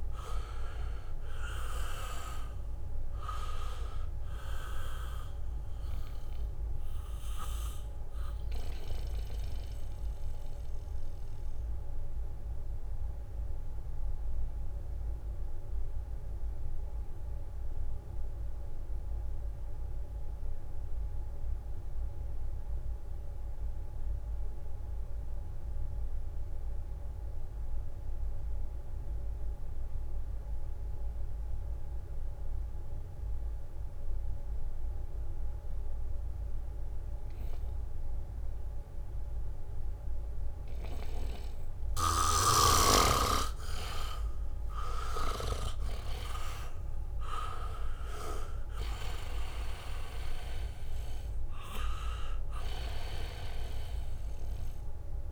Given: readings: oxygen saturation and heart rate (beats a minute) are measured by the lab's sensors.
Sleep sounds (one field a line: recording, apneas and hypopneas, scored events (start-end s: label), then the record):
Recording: breathing in sleep by a room microphone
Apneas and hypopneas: 1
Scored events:
0.00-2.00 s: arousal
0.00-24.00 s: oxygen desaturation (device-marked, oxygen 78% lowest, heart rate 62 extreme)
10.50-41.00 s: mixed apnea (oxygen 99% before, 76% lowest, heart rate 66 before, 62 extreme, up 0 after)
32.50-36.00 s: leg movement (device-marked)
35.00-55.32 s: oxygen desaturation (device-marked, oxygen 99% before, 76% lowest, heart rate 73 before, 62 extreme)
38.00-40.00 s: leg movement (device-marked)
44.50-49.50 s: arousal
From the record:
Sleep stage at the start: N2 (light sleep)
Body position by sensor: on the back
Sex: male